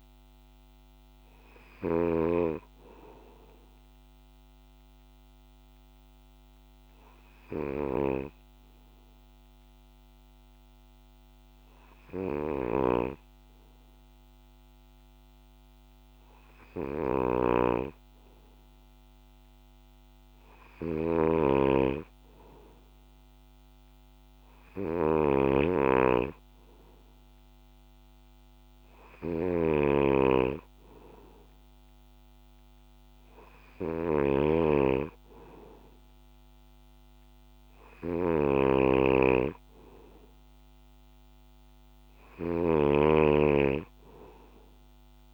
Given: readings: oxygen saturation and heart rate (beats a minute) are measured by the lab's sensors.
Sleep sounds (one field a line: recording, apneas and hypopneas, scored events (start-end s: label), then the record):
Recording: breathing in sleep by a microphone on the trachea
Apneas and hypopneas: 1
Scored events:
2.00-45.34 s: snoring (device-marked)
4.00-21.00 s: hypopnea (oxygen 93% before, 91% lowest, heart rate 70 before, 65 extreme, up 3 after)
23.00-26.50 s: arousal
From the record:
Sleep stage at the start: N2 (light sleep)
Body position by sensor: on the back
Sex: male